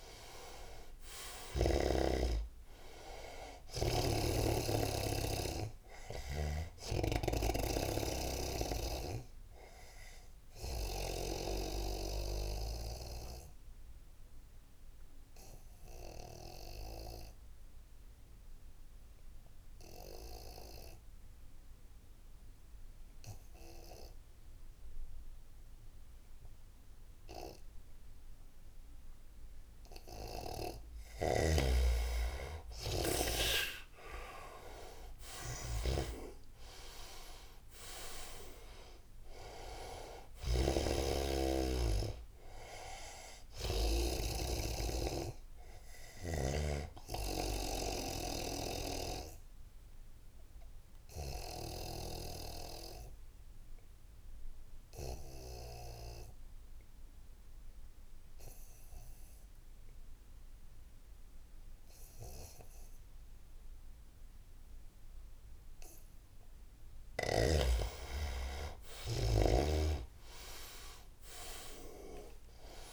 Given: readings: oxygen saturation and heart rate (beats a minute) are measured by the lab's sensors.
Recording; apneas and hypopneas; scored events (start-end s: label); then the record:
breathing in sleep by a room microphone; 2
0.00-18.50 s: oxygen desaturation (device-marked, oxygen 87% lowest, heart rate 74 extreme)
6.50-11.50 s: snoring (device-marked)
11.00-30.00 s: obstructive apnea (oxygen 99% before, 87% lowest, heart rate 80 before, 74 extreme, up 11 after)
31.00-52.50 s: snoring (device-marked)
31.50-56.50 s: oxygen desaturation (device-marked, oxygen 99% before, 88% lowest, heart rate 80 before, 74 extreme)
35.00-39.00 s: arousal
48.00-66.50 s: obstructive apnea (oxygen 99% before, 88% lowest, heart rate 81 before, 74 extreme, up 1 after)
68.00-72.00 s: arousal
69.50-72.93 s: oxygen desaturation (device-marked, oxygen 99% before, 92% lowest, heart rate 78 before, 74 extreme)
69.50-72.93 s: snoring (device-marked)
From the record:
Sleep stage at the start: N2 (light sleep); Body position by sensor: on the right side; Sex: male